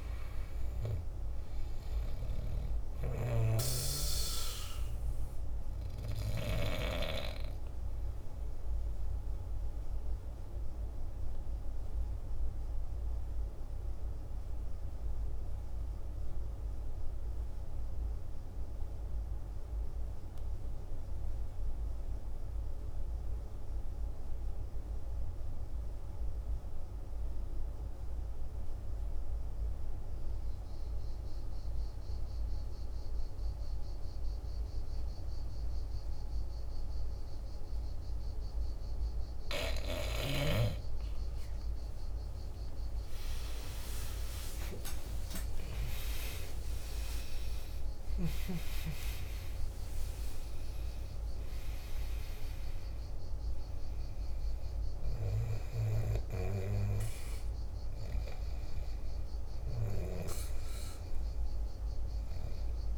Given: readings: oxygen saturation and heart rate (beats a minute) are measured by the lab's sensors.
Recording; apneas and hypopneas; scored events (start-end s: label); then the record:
breathing in sleep by a room microphone; 1
0.00-17.50 s: oxygen desaturation (device-marked, oxygen 82% lowest, heart rate 48 extreme)
10.00-40.50 s: obstructive apnea (oxygen 95% before, 82% lowest, heart rate 62 before, 48 extreme, up 19 after)
35.50-62.98 s: oxygen desaturation (device-marked, oxygen 99% before, 83% lowest, heart rate 50 before, 51 extreme)
44.50-50.00 s: arousal
From the record:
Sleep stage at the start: N2 (light sleep); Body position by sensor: on the back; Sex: male